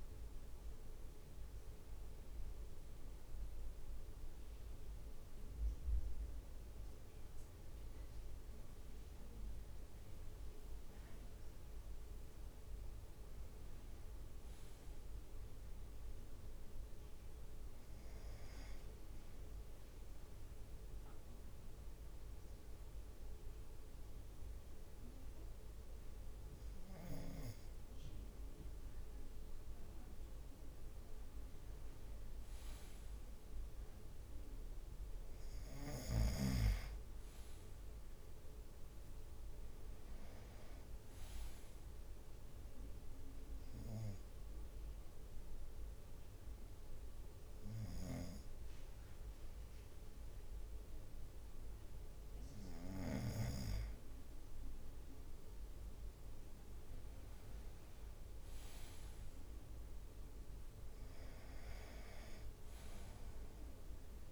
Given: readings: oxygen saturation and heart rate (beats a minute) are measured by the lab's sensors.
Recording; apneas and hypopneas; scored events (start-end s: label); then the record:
breathing in sleep by a room microphone; 2
9.50-20.50 s: drop in pulse transit time (device-marked, heart rate 55 before, 55 extreme)
10.50-13.00 s: leg movement (device-marked)
13.50-64.32 s: new sleep stage, N2 (light sleep)
19.50-31.50 s: obstructive apnea (oxygen 98% before, 96% lowest, heart rate 56 before, 52 extreme, up 3 after)
33.00-37.00 s: arousal
38.50-40.00 s: leg movement (device-marked)
43.50-54.50 s: obstructive apnea (oxygen 98% before, 96% lowest, heart rate 56 before, 51 extreme, up 8 after)
54.50-64.32 s: drop in pulse transit time (device-marked, heart rate 55 before, 51 extreme)
55.00-56.50 s: leg movement (device-marked)
56.00-59.50 s: arousal
From the record:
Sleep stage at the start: N1 (lightest sleep); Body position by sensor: on the right side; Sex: male